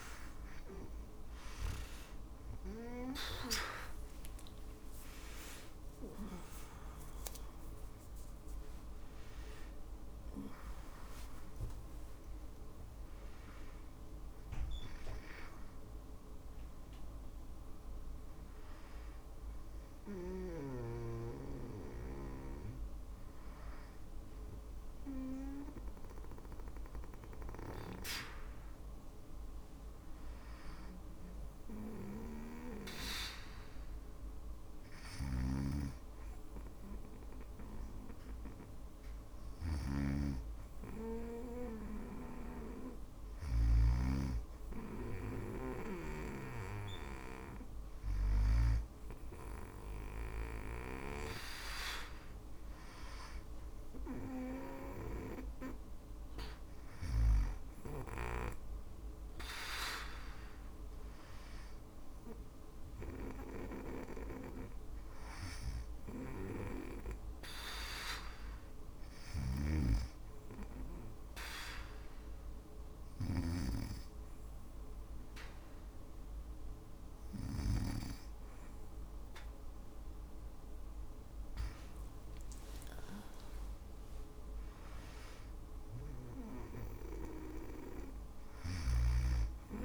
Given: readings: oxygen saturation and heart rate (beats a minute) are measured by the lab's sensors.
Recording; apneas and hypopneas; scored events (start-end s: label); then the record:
breathing in sleep by a room microphone; none
0.00-2.00 s: arousal
0.00-15.50 s: oxygen desaturation (device-marked, oxygen 92% lowest, heart rate 55 extreme)
7.50-37.50 s: new sleep stage, N1 (lightest sleep)
34.00-43.00 s: snoring (device-marked)
37.50-89.85 s: new sleep stage, N2 (light sleep)
65.00-77.00 s: snoring (device-marked)
87.50-89.85 s: snoring (device-marked)
From the record:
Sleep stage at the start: N2 (light sleep); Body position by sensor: on the back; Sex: female